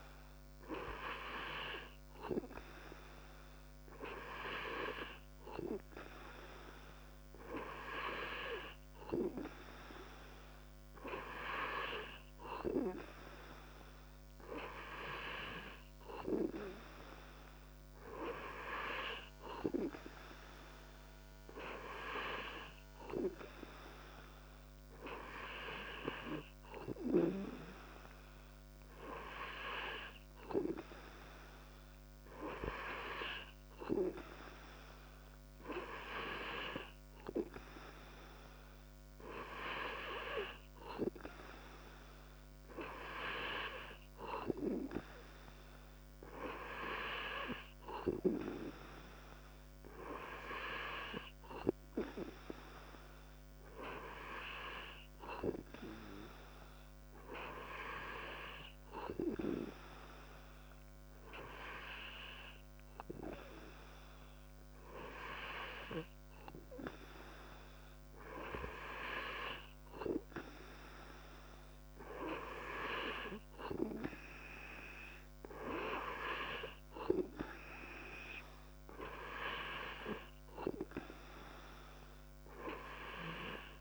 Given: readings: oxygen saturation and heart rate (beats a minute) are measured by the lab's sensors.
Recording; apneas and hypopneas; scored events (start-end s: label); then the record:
breathing in sleep by a microphone on the trachea; none
none scored
From the record:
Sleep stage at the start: N2 (light sleep); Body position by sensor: on the back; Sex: male